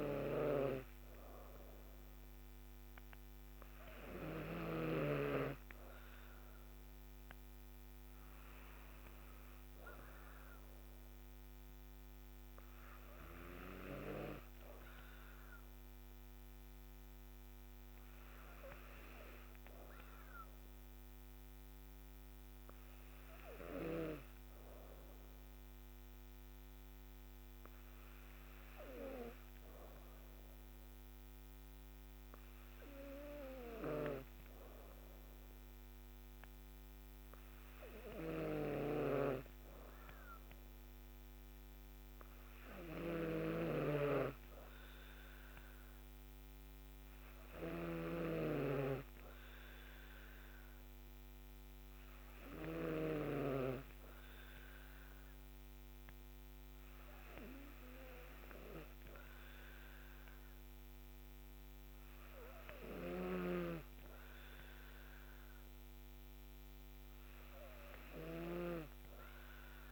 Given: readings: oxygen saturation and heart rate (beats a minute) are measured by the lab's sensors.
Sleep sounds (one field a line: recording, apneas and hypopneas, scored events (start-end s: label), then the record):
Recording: breathing in sleep by a microphone on the trachea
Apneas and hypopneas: none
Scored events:
43.00-53.00 s: snoring (device-marked)
63.00-68.50 s: snoring (device-marked)
From the record:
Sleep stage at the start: N2 (light sleep)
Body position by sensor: on the back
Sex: female